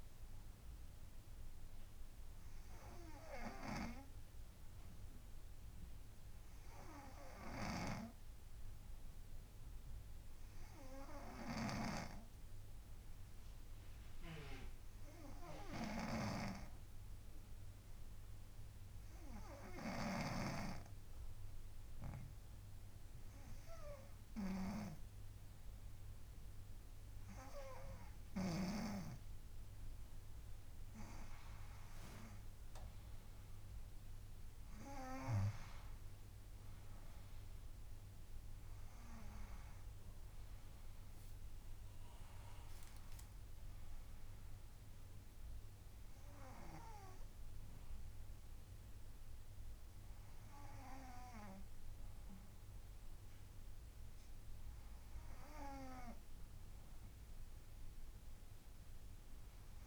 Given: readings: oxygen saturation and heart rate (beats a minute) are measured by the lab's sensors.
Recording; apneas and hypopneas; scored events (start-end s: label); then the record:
breathing in sleep by a room microphone; 1
10.00-27.00 s: hypopnea (oxygen 97% before, 93% lowest, heart rate 69 before, 68 extreme, up 9 after)
25.00-50.00 s: oxygen desaturation (device-marked, oxygen 96% before, 93% lowest, heart rate 69 before, 63 extreme)
32.00-36.00 s: arousal
From the record:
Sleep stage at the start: N2 (light sleep); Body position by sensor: on the front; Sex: female